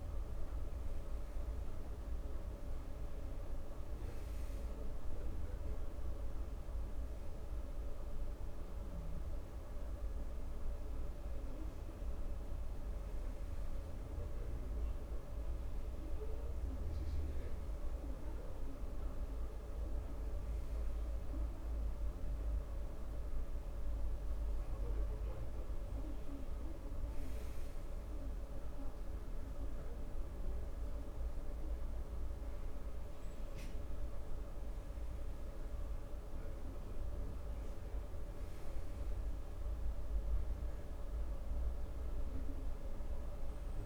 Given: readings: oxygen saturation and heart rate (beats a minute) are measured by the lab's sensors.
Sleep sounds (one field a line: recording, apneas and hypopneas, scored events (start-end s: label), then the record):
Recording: breathing in sleep, hard to hear, by a room microphone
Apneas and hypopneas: none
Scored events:
0.00-10.00 s: oxygen desaturation (device-marked, oxygen 93% lowest, heart rate 63 extreme)
31.50-35.50 s: arousal
From the record:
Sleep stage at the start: N2 (light sleep)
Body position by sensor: on the back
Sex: male